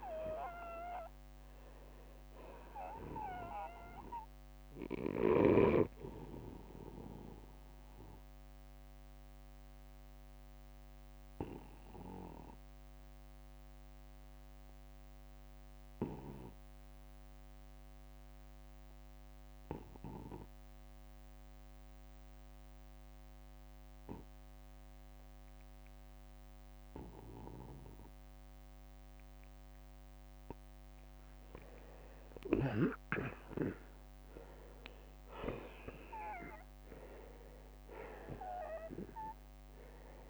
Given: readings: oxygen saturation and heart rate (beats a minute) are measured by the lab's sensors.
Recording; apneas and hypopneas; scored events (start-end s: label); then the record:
breathing in sleep by a microphone on the trachea; 1
6.50-30.00 s: obstructive apnea (oxygen 95% before, 84% lowest, heart rate 62 before, 44 extreme, up 12 after)
12.00-29.00 s: oxygen desaturation (device-marked, oxygen 92% before, 84% lowest, heart rate 67 before, 46 extreme)
31.50-35.00 s: arousal
From the record:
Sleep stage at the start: N2 (light sleep); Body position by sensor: on the back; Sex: male